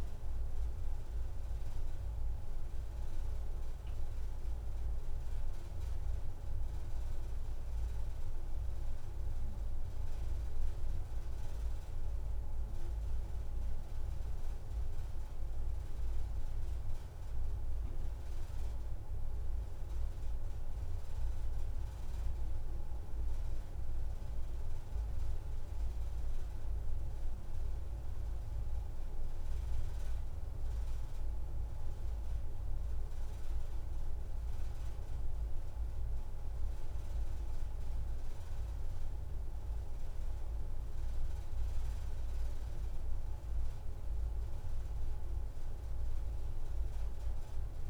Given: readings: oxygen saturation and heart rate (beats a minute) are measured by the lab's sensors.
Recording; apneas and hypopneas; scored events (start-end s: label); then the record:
breathing in sleep, hard to hear, by a room microphone; none
23.00-27.50 s: arousal
From the record:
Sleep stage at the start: N1 (lightest sleep); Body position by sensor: on the back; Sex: female